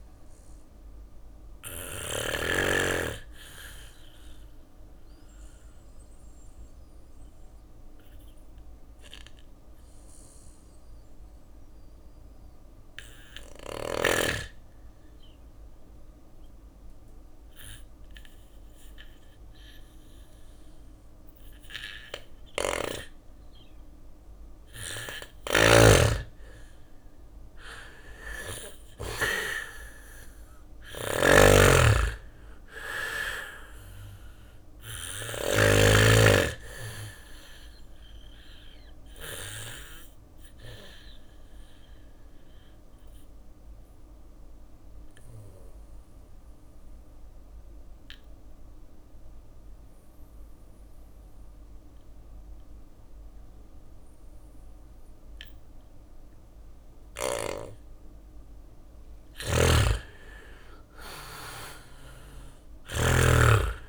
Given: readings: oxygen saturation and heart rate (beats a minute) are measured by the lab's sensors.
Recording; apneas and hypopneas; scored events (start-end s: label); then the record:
breathing in sleep by a room microphone; 2
0.00-9.50 s: oxygen desaturation (device-marked, oxygen 94% lowest, heart rate 57 extreme)
3.50-23.00 s: obstructive apnea (oxygen 99% before, 90% lowest, heart rate 62 before, 57 extreme, up 1 after)
15.50-28.50 s: bradycardia (device-marked, heart rate 61 before, 57 extreme)
24.00-34.50 s: snoring (device-marked)
25.50-48.50 s: oxygen desaturation (device-marked, oxygen 98% before, 90% lowest, heart rate 60 before, 58 extreme)
26.50-30.00 s: arousal
36.50-46.50 s: bradycardia (device-marked, heart rate 61 before, 58 extreme)
39.00-57.00 s: obstructive apnea (oxygen 98% before, 90% lowest, heart rate 59 before, 57 extreme, up 4 after)
57.50-63.89 s: drop in pulse transit time (device-marked, heart rate 60 before, 60 extreme)
58.00-62.00 s: snoring (device-marked)
58.50-62.00 s: arousal
From the record:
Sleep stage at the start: N2 (light sleep); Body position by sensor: on the back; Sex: male